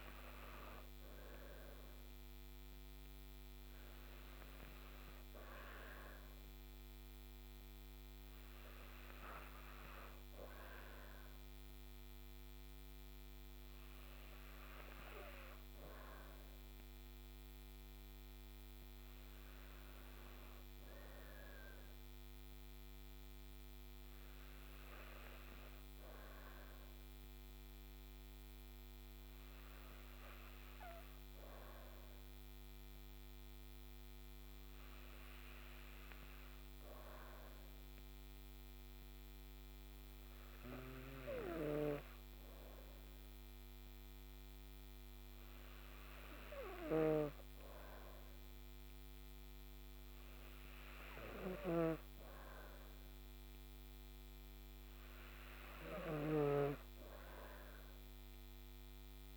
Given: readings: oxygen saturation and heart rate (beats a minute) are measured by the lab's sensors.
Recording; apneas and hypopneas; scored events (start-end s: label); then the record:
breathing in sleep by a microphone on the trachea; none
47.00-57.00 s: snoring (device-marked)
From the record:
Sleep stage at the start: N3 (deep sleep); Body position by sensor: on the back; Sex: female